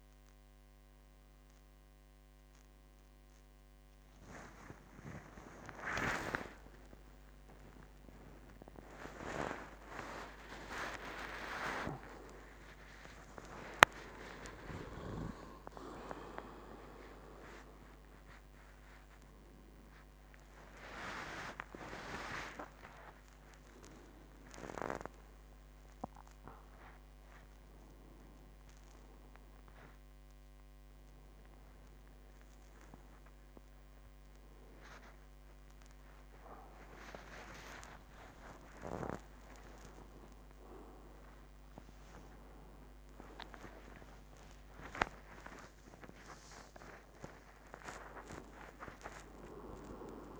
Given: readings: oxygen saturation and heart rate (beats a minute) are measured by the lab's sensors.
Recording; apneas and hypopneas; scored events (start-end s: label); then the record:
a person awake in a sleep study, by a microphone on the trachea; none
50.00-50.40 s: new sleep stage, N1 (lightest sleep)
From the record:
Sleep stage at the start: awake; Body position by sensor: on the back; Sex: male